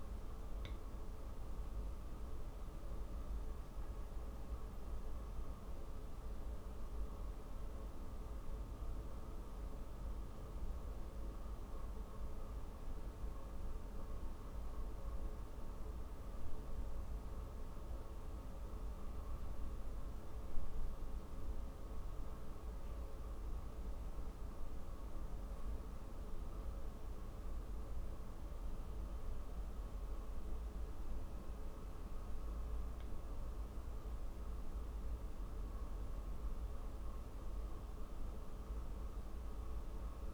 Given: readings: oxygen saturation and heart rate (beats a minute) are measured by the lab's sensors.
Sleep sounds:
a person awake in a sleep study, hard to hear, by a room microphone; none
none scored
From the record:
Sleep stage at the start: awake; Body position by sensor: on the back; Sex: female

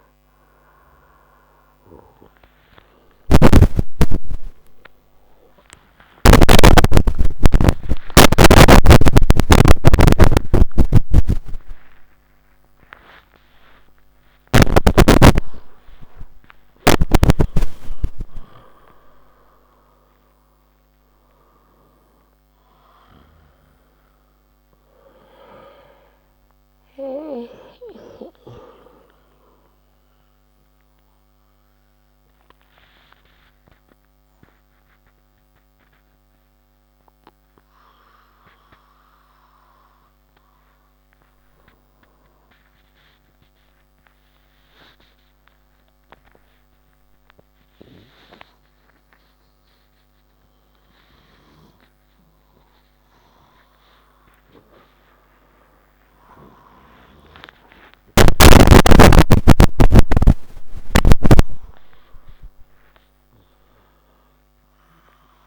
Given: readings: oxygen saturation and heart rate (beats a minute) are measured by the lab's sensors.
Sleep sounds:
a person awake in a sleep study, by a microphone on the trachea; none
0.00-25.50 s: oxygen desaturation (device-marked, oxygen 90% lowest)
60.50-65.47 s: oxygen desaturation (device-marked, oxygen 99% before, 93% lowest, heart rate 123 before, 65 extreme)
From the record:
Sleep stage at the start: awake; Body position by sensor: on the back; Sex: male

